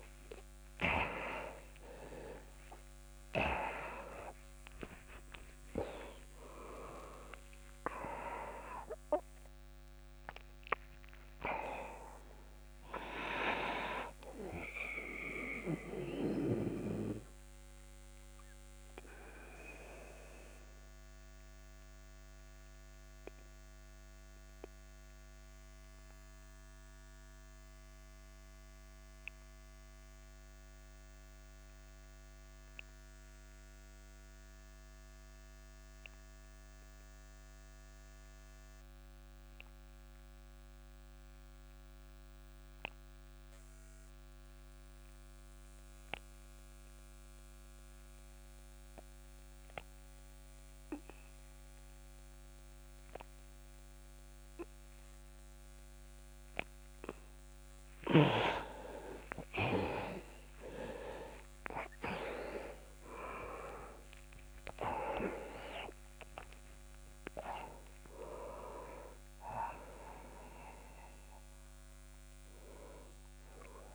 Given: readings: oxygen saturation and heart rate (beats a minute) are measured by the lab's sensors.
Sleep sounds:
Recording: breathing in sleep by a microphone on the trachea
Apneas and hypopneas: 1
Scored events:
0.00-4.00 s: arousal
0.00-35.00 s: oxygen desaturation (device-marked, oxygen 78% lowest)
14.50-56.50 s: obstructive apnea (oxygen 95% before, 78% lowest)
53.00-73.95 s: oxygen desaturation (device-marked, oxygen 98% before, 82% lowest)
57.00-61.50 s: arousal
From the record:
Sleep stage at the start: REM sleep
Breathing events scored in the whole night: 277 in 4.3 hours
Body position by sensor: on the back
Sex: male

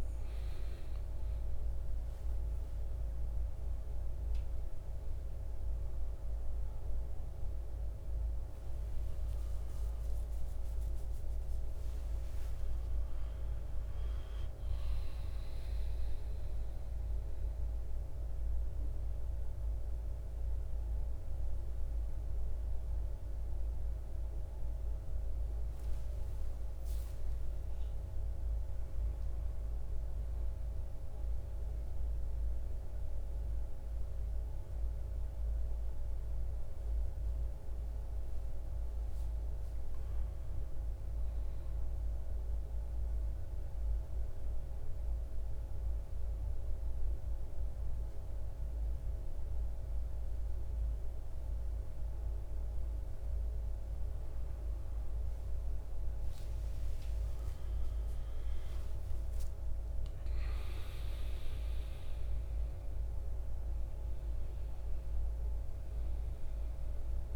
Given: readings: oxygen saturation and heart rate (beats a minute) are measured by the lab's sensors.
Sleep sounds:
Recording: breathing in sleep, hard to hear, by a room microphone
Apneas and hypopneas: 2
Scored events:
5.00-20.00 s: oxygen desaturation (device-marked, oxygen 96% before, 87% lowest, heart rate 59 before, 56 extreme)
6.00-11.50 s: arousal
15.50-25.50 s: central apnea (oxygen 96% before, 87% lowest, heart rate 64 before, 56 extreme, up 10 after)
28.50-33.00 s: arousal
42.50-53.50 s: obstructive apnea (oxygen 97% before, 88% lowest, heart rate 60 before, 57 extreme, up 12 after)
52.00-67.36 s: oxygen desaturation (device-marked, oxygen 97% before, 90% lowest, heart rate 57 before, 55 extreme)
57.00-62.00 s: arousal
From the record:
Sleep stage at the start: N2 (light sleep)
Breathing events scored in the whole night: 344 in 6.7 hours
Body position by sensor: on the back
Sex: male

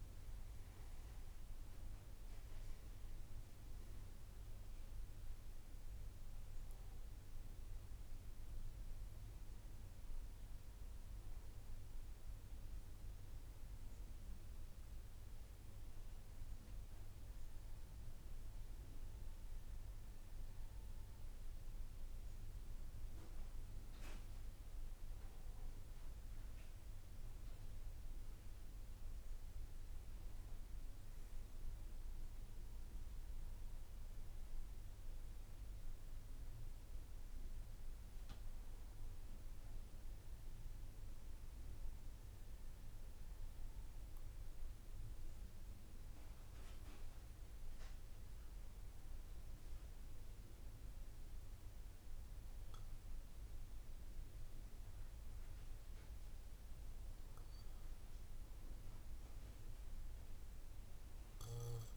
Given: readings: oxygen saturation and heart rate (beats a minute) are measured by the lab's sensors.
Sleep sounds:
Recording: breathing in sleep, hard to hear, by a room microphone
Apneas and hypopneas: none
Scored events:
3.50-18.50 s: oxygen desaturation (device-marked, oxygen 96% before, 92% lowest, heart rate 56 before, 53 extreme)
47.50-61.97 s: new sleep stage, N1 (lightest sleep)
From the record:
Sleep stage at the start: N3 (deep sleep)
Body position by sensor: on the back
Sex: male

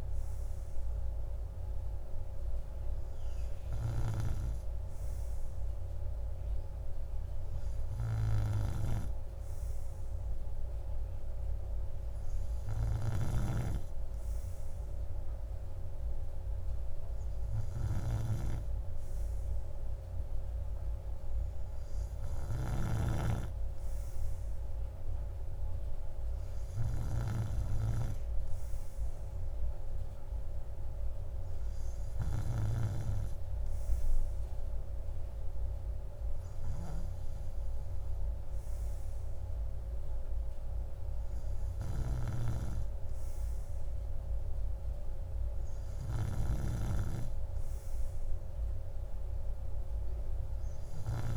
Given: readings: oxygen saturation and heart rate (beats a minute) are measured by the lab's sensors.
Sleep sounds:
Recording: breathing in sleep by a room microphone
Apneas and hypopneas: none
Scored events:
none scored
From the record:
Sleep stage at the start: N3 (deep sleep)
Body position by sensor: on the right side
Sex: male

